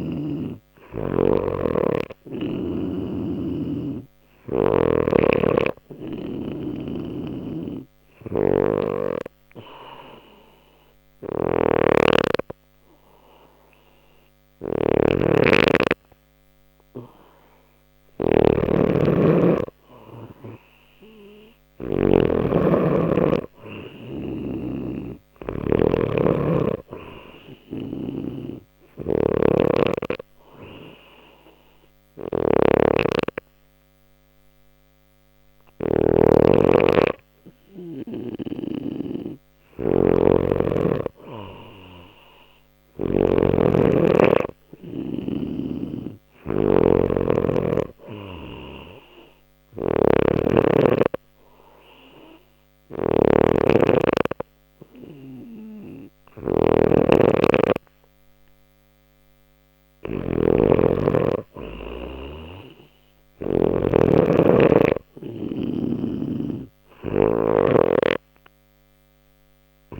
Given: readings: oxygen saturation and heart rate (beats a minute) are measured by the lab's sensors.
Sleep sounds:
breathing in sleep by a microphone on the trachea; 2
0.00-1.50 s: oxygen desaturation (device-marked, oxygen 91% lowest, heart rate 59 extreme)
1.00-4.50 s: snoring (device-marked)
6.50-22.00 s: snoring (device-marked)
7.00-18.00 s: hypopnea (oxygen 94% before, 91% lowest, heart rate 60 before, 59 extreme, up 1 after)
14.50-28.50 s: oxygen desaturation (device-marked, oxygen 95% before, 91% lowest, heart rate 60 before, 59 extreme)
21.50-25.50 s: arousal
24.00-43.00 s: snoring (device-marked)
41.50-52.50 s: oxygen desaturation (device-marked, oxygen 95% before, 91% lowest, heart rate 61 before, 59 extreme)
45.00-63.50 s: snoring (device-marked)
50.00-60.00 s: hypopnea (oxygen 95% before, 92% lowest, heart rate 61 before, 59 extreme, up 1 after)
62.50-66.50 s: arousal
65.50-70.00 s: snoring (device-marked)
From the record:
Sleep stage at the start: N2 (light sleep); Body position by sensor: on the back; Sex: male

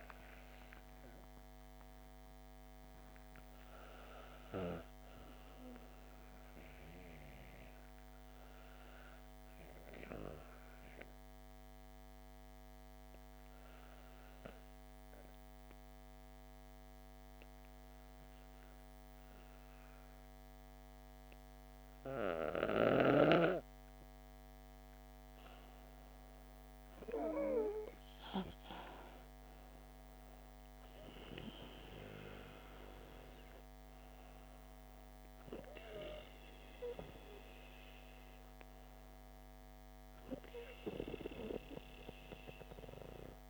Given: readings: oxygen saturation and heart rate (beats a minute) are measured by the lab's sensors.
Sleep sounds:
breathing in sleep by a microphone on the trachea; 1
9.50-23.50 s: obstructive apnea (oxygen 97% before, 94% lowest, heart rate 76 before, 40 extreme)
24.50-28.50 s: arousal
25.00-43.50 s: oxygen desaturation (device-marked, oxygen 97% before, 94% lowest)
From the record:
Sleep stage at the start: N2 (light sleep); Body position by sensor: on the back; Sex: female

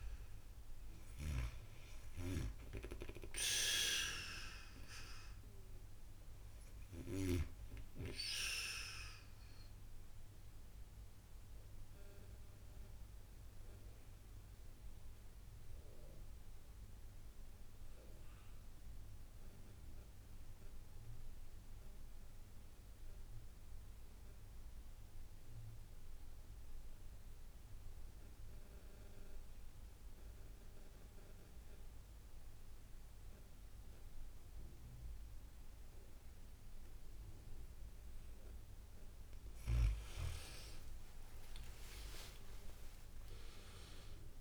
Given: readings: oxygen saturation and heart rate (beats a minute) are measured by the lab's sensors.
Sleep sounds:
breathing in sleep by a room microphone; 1
0.00-23.50 s: oxygen desaturation (device-marked, oxygen 92% lowest)
9.00-38.50 s: obstructive apnea (oxygen 97% before, 91% lowest)
40.50-44.41 s: arousal
41.00-43.00 s: long interval between heartbeats (device-marked)
From the record:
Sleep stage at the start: N2 (light sleep); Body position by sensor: on the back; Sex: female

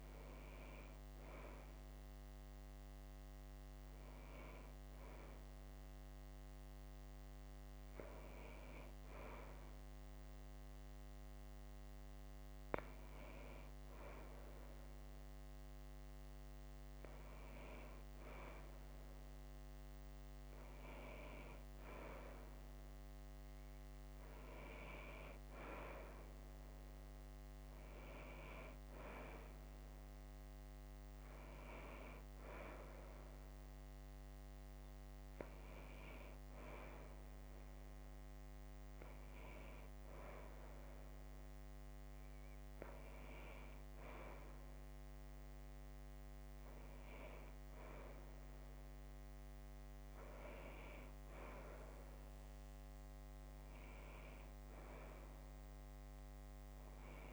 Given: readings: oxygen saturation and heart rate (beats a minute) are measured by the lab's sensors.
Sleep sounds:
breathing in sleep by a microphone on the trachea; none
none scored
From the record:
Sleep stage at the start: N2 (light sleep); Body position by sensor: on the back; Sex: female

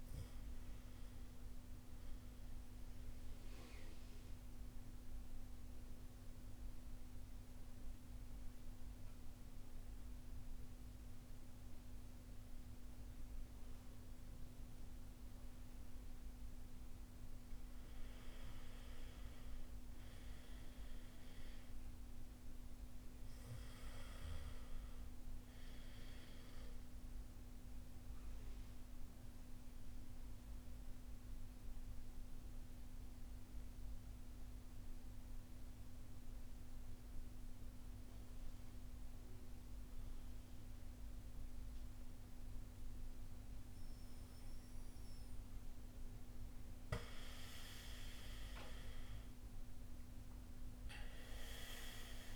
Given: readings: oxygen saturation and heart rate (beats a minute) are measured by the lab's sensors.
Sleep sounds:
breathing in sleep, hard to hear, by a room microphone; 2
0.00-8.50 s: oxygen desaturation (device-marked, oxygen 90% lowest, heart rate 57 extreme)
2.50-16.00 s: mixed apnea (oxygen 98% before, 89% lowest, heart rate 59 before, 56 extreme, up 2 after)
18.50-22.50 s: arousal
23.50-35.50 s: oxygen desaturation (device-marked, oxygen 98% before, 92% lowest, heart rate 59 before, 55 extreme)
27.00-45.50 s: obstructive apnea (oxygen 98% before, 89% lowest, heart rate 59 before, 55 extreme, up 13 after)
47.50-51.50 s: arousal
48.50-52.36 s: oxygen desaturation (device-marked, oxygen 98% before, 89% lowest, heart rate 57 before, 53 extreme)
From the record:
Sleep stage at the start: N2 (light sleep); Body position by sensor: on the back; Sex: male

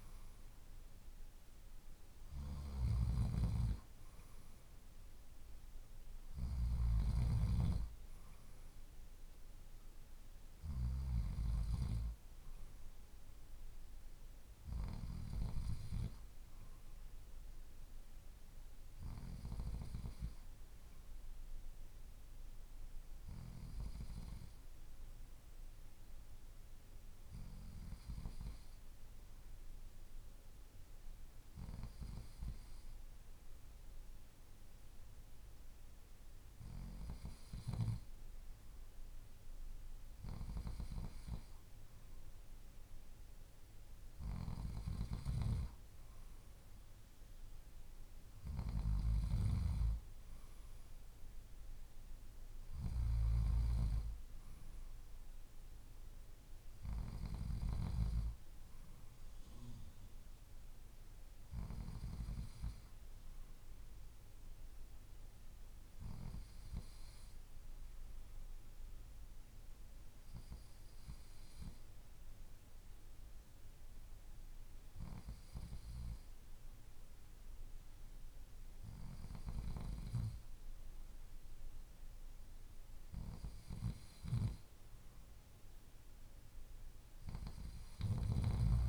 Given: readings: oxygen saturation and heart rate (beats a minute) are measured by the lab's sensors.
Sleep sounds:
breathing in sleep by a room microphone; none
none scored
From the record:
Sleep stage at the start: N2 (light sleep); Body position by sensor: on the left side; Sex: male

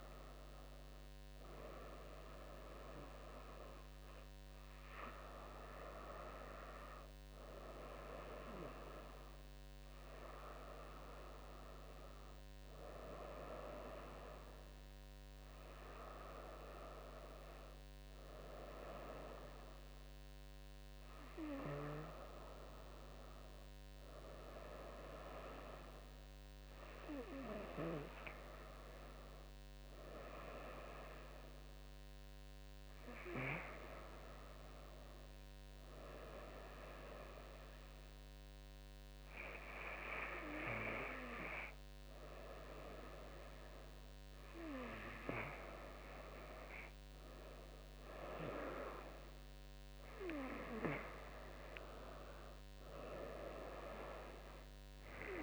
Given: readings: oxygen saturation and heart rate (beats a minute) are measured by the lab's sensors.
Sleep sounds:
breathing in sleep by a microphone on the trachea; none
0.00-1.00 s: drop in pulse transit time (device-marked, heart rate 77 extreme)
From the record:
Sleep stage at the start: N2 (light sleep); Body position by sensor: on the right side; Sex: female

